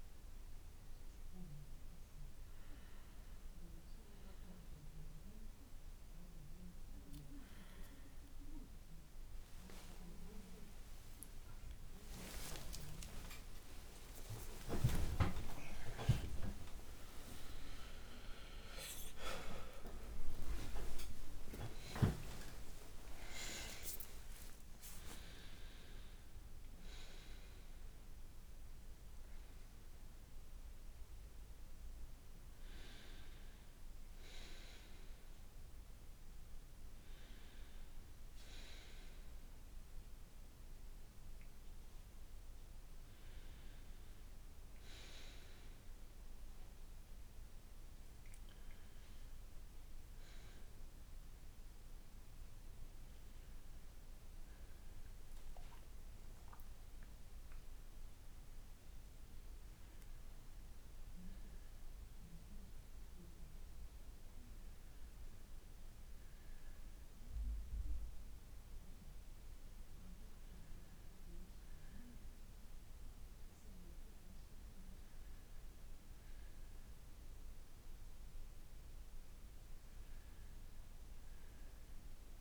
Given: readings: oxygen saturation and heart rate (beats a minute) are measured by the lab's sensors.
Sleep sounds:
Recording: a person awake in a sleep study, by a room microphone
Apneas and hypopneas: none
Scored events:
13.00-73.00 s: new sleep stage, awake
73.00-82.41 s: new sleep stage, N1 (lightest sleep)
From the record:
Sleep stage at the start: N2 (light sleep)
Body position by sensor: on the right side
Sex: male

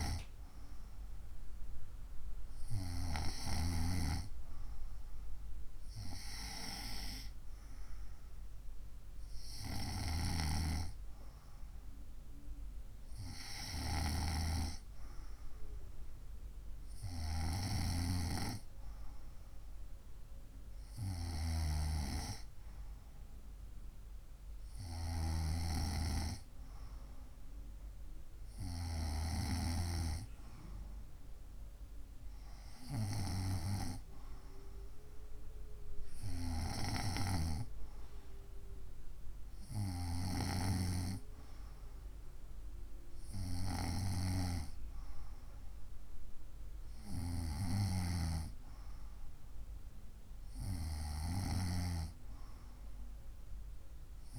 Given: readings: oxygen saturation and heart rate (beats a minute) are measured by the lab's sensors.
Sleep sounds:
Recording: breathing in sleep by a room microphone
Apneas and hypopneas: none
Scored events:
none scored
From the record:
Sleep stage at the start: N2 (light sleep)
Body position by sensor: on the right side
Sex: female

